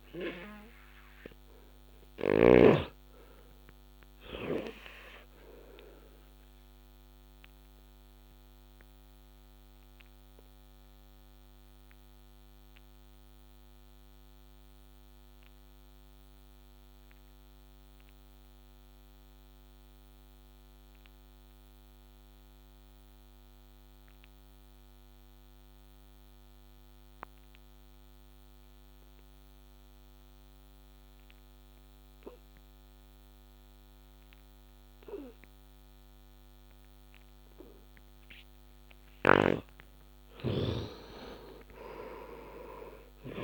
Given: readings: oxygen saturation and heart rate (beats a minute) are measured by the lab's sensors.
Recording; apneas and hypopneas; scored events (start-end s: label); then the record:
breathing in sleep by a microphone on the trachea; 1
0.00-1.50 s: arousal
0.00-2.50 s: snoring (device-marked)
0.00-21.00 s: oxygen desaturation (device-marked, oxygen 67% lowest, heart rate 57 extreme)
5.50-39.00 s: obstructive apnea (oxygen 96% before, 67% lowest, heart rate 72 before, 57 extreme, up 4 after)
27.00-43.44 s: oxygen desaturation (device-marked, oxygen 98% before, 71% lowest, heart rate 68 before, 57 extreme)
39.00-43.44 s: snoring (device-marked)
40.50-43.44 s: arousal
From the record:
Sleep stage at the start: N2 (light sleep); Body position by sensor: on the back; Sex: male